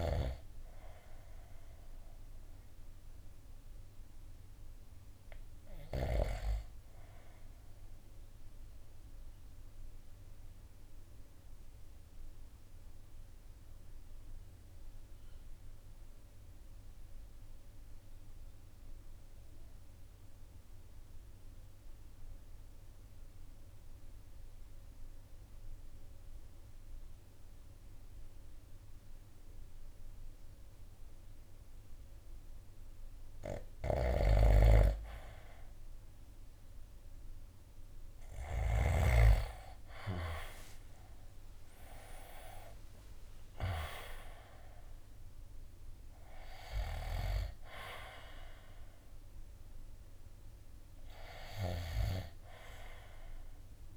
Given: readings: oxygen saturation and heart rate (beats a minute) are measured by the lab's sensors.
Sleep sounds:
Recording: breathing in sleep by a room microphone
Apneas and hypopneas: 1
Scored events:
7.50-16.50 s: oxygen desaturation (device-marked, oxygen 95% before, 89% lowest, heart rate 60 before, 54 extreme)
7.50-32.00 s: obstructive apnea (oxygen 96% before, 86% lowest, heart rate 60 before, 54 extreme, up 4 after)
31.50-53.97 s: oxygen desaturation (device-marked, oxygen 97% before, 86% lowest, heart rate 55 before, 54 extreme)
33.50-38.50 s: snoring (device-marked)
36.00-40.50 s: arousal
40.50-53.97 s: drop in pulse transit time (device-marked, heart rate 55 before, 54 extreme)
From the record:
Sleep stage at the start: N2 (light sleep)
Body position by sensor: on the right side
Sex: male

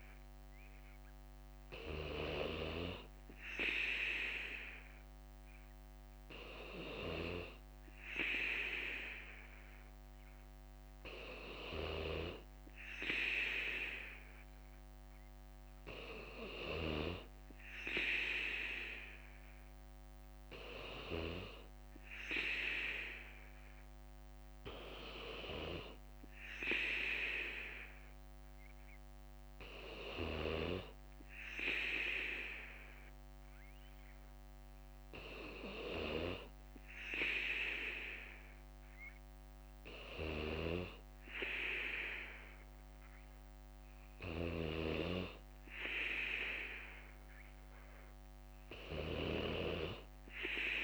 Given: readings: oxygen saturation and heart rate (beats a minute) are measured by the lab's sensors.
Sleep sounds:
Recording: breathing in sleep by a microphone on the trachea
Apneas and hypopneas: none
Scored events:
5.50-9.50 s: bradycardia (device-marked, heart rate 59 before, 59 extreme)
19.50-22.50 s: bradycardia (device-marked, heart rate 59 before, 60 extreme)
25.50-36.50 s: bradycardia (device-marked, heart rate 59 before, 58 extreme)
From the record:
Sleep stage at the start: N3 (deep sleep)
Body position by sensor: on the right side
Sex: male

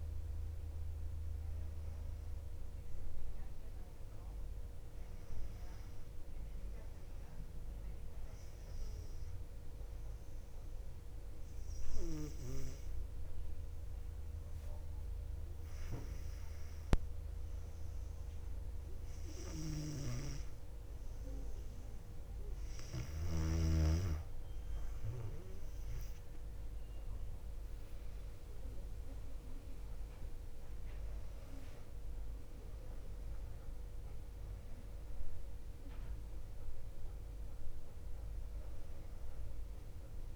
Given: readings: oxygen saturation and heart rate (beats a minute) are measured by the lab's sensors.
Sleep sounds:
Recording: breathing in sleep by a room microphone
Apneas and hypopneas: 1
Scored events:
8.50-20.50 s: hypopnea (oxygen 98% before, 96% lowest, heart rate 61 before, 58 extreme, up 2 after)
20.50-40.36 s: new sleep stage, N1 (lightest sleep)
25.50-31.00 s: arousal
28.50-40.36 s: oxygen desaturation (device-marked, oxygen 99% before, 96% lowest, heart rate 59 before, 57 extreme)
From the record:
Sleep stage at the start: N2 (light sleep)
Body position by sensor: on the back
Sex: female

